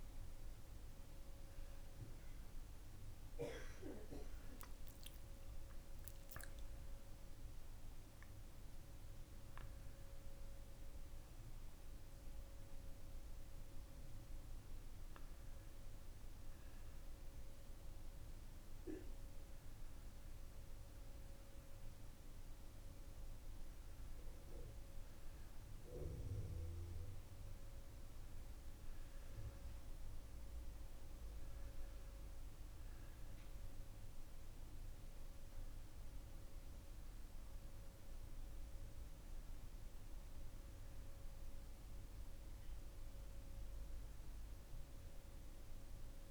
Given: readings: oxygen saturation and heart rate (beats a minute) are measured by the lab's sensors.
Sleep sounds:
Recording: breathing in sleep by a room microphone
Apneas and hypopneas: none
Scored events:
none scored
From the record:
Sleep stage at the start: N2 (light sleep)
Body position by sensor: on the back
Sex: male

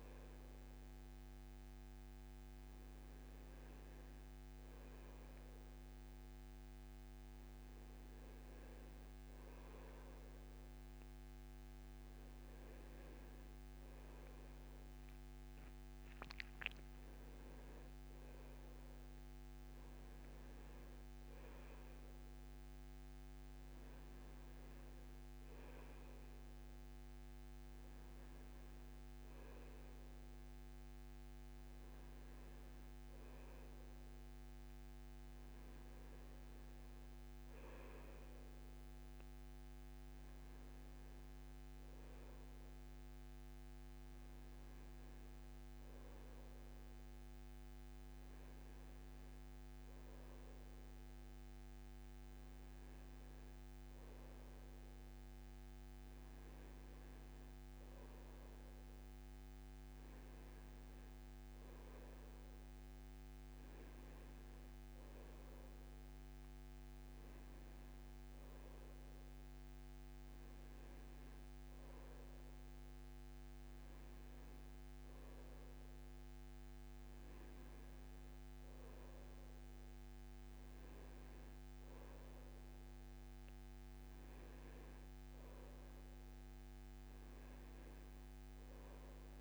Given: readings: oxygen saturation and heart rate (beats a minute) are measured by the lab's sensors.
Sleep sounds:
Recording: breathing in sleep, hard to hear, by a microphone on the trachea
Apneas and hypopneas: none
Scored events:
none scored
From the record:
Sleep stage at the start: N1 (lightest sleep)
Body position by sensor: on the back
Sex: male

